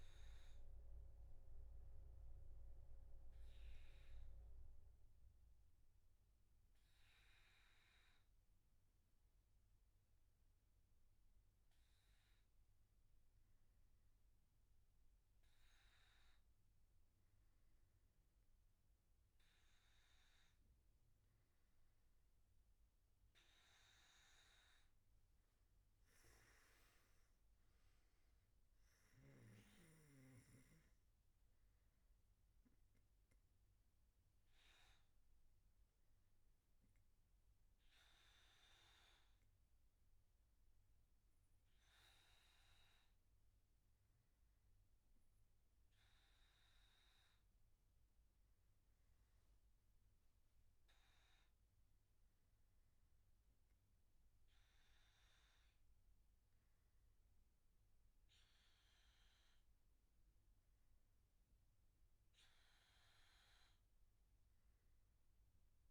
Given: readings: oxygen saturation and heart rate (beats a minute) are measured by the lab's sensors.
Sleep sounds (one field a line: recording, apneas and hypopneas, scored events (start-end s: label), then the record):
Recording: breathing in sleep, hard to hear, by a room microphone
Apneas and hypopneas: none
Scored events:
none scored
From the record:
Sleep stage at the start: N3 (deep sleep)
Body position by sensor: on the back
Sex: male